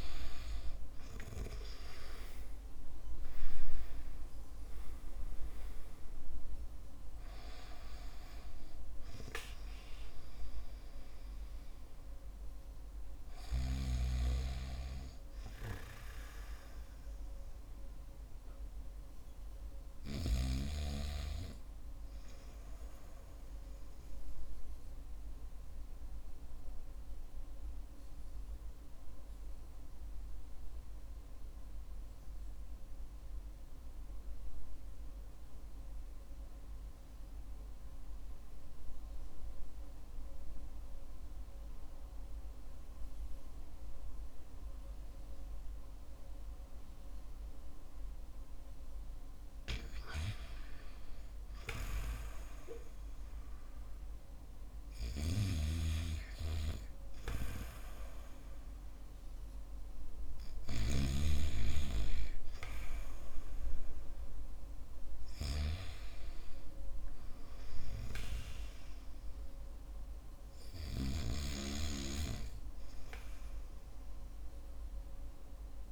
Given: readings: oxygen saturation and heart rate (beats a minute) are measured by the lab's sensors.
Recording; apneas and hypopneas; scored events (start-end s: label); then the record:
breathing in sleep by a room microphone; 1
0.00-4.00 s: arousal
27.00-49.00 s: mixed apnea (oxygen 96% before, 92% lowest, heart rate 54 before, 49 extreme, up 5 after)
29.50-35.50 s: oxygen desaturation (device-marked, oxygen 96% before, 92% lowest, heart rate 53 before, 49 extreme)
50.50-54.00 s: arousal
55.00-61.00 s: snoring (device-marked)
From the record:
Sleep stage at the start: REM sleep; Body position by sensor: on the back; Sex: male